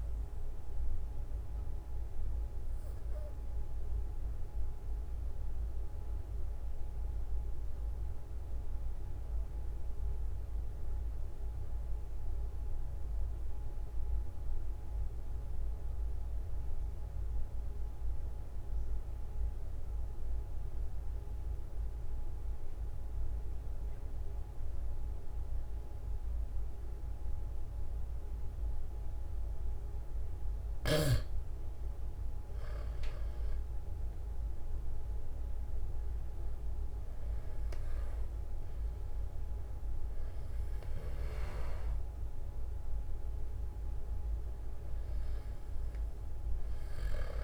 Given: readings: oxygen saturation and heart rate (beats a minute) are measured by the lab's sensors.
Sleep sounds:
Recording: breathing in sleep, hard to hear, by a room microphone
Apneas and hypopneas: 1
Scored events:
0.00-13.50 s: oxygen desaturation (device-marked, oxygen 92% lowest, heart rate 43 extreme)
0.50-29.50 s: mixed apnea (oxygen 97% before, 91% lowest, heart rate 46 before, 43 extreme, up 3 after)
32.00-36.00 s: arousal
33.50-46.50 s: oxygen desaturation (device-marked, oxygen 97% before, 93% lowest, heart rate 45 before, 43 extreme)
41.00-47.44 s: snoring (device-marked)
From the record:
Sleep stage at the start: N2 (light sleep)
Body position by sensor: on the back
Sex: male

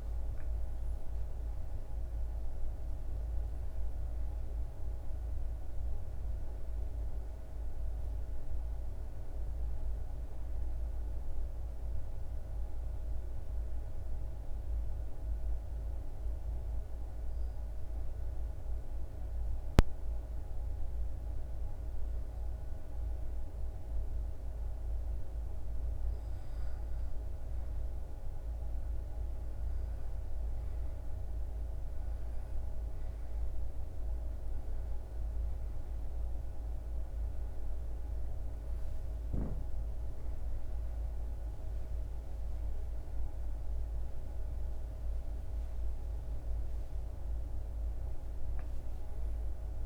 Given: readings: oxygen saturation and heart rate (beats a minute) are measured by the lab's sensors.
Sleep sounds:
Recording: breathing in sleep, hard to hear, by a room microphone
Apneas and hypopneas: 1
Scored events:
16.50-26.50 s: obstructive apnea (oxygen 98% before, 94% lowest, heart rate 81 before, 68 extreme, up 6 after)
28.50-33.00 s: arousal
31.50-45.50 s: oxygen desaturation (device-marked, oxygen 97% before, 94% lowest, heart rate 71 before, 76 extreme)
From the record:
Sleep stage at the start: N2 (light sleep)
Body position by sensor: on the back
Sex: male

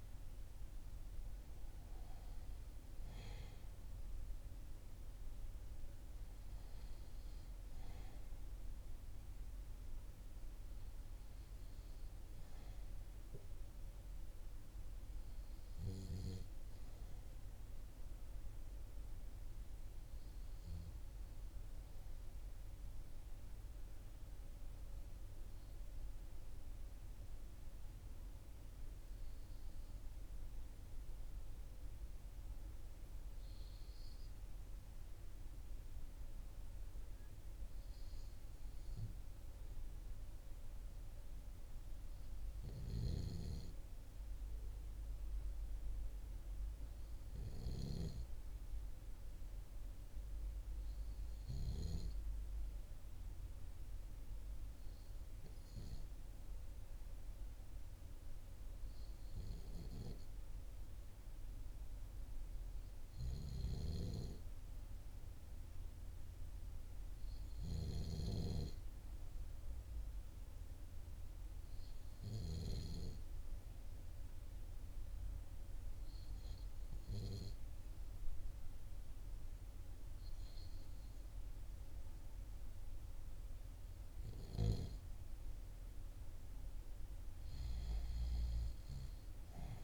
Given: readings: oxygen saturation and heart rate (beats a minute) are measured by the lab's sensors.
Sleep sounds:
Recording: breathing in sleep by a room microphone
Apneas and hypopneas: 1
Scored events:
24.50-85.50 s: hypopnea (oxygen 98% before, 90% lowest, heart rate 40 before, 38 extreme, up 1 after)
87.50-89.84 s: arousal
From the record:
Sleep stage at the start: REM sleep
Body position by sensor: on the back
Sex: male

